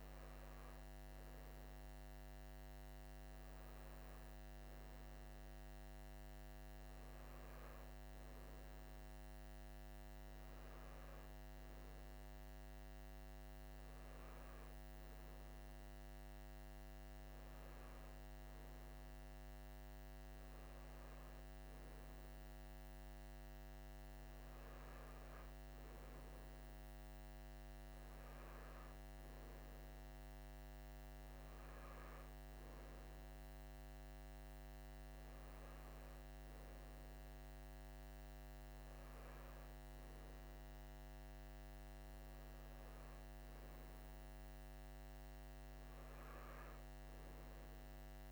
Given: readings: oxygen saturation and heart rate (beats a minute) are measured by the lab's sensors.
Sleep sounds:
breathing in sleep, hard to hear, by a microphone on the trachea; none
34.50-48.32 s: new sleep stage, N3 (deep sleep)
From the record:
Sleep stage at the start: N2 (light sleep); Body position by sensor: on the right side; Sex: male

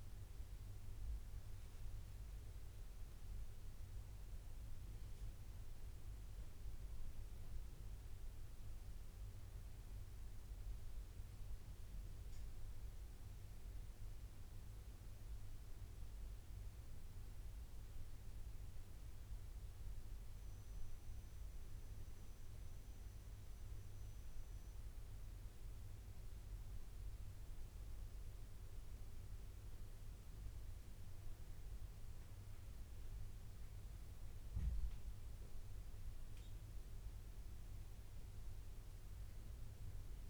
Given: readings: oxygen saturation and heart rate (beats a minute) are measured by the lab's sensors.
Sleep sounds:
breathing in sleep, hard to hear, by a room microphone; none
none scored
From the record:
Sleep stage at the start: N2 (light sleep); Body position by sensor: on the right side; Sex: male

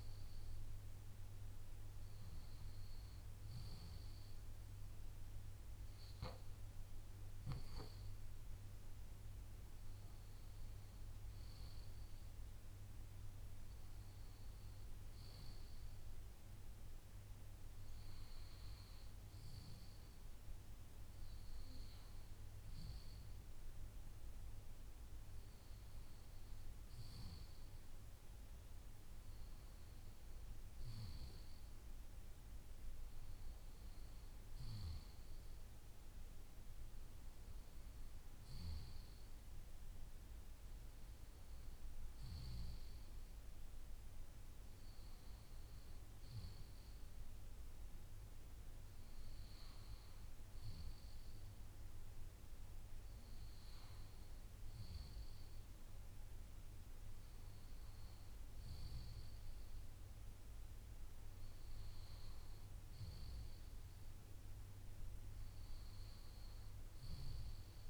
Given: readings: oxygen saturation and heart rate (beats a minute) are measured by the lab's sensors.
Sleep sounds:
breathing in sleep, hard to hear, by a room microphone; none
18.00-67.90 s: new sleep stage, N1 (lightest sleep)
From the record:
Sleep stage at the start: N2 (light sleep); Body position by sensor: on the left side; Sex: male

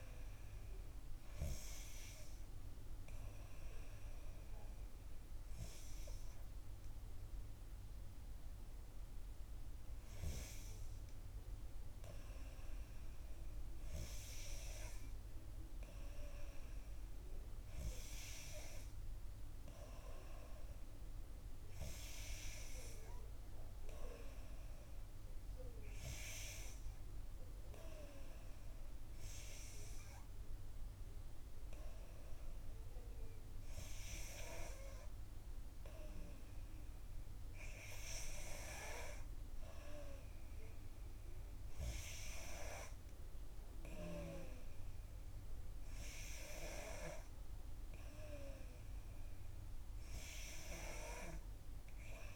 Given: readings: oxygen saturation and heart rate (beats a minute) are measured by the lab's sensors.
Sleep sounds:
breathing in sleep by a room microphone; none
none scored
From the record:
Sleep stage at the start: N2 (light sleep); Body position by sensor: on the back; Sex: female

